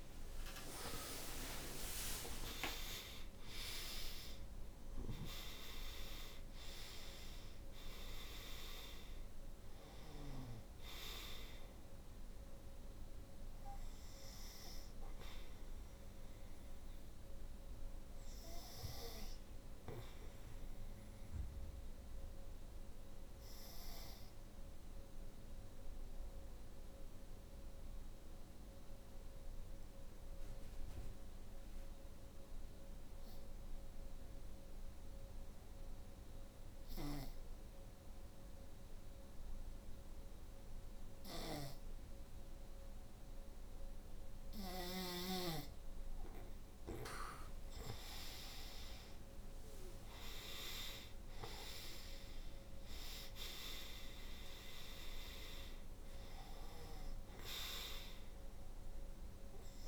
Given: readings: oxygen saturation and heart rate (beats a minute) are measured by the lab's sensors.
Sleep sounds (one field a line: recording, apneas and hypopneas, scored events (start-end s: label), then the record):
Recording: breathing in sleep by a room microphone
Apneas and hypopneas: 1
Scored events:
0.00-35.50 s: oxygen desaturation (device-marked, oxygen 81% lowest, heart rate 50 extreme)
0.50-6.00 s: arousal
22.00-44.50 s: obstructive apnea (oxygen 95% before, 81% lowest, heart rate 65 before, 48 extreme, up 7 after)
40.00-44.00 s: snoring (device-marked)
47.50-59.88 s: oxygen desaturation (device-marked, oxygen 97% before, 84% lowest, heart rate 58 before, 48 extreme)
48.50-52.50 s: arousal
From the record:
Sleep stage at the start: N2 (light sleep)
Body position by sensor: on the back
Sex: female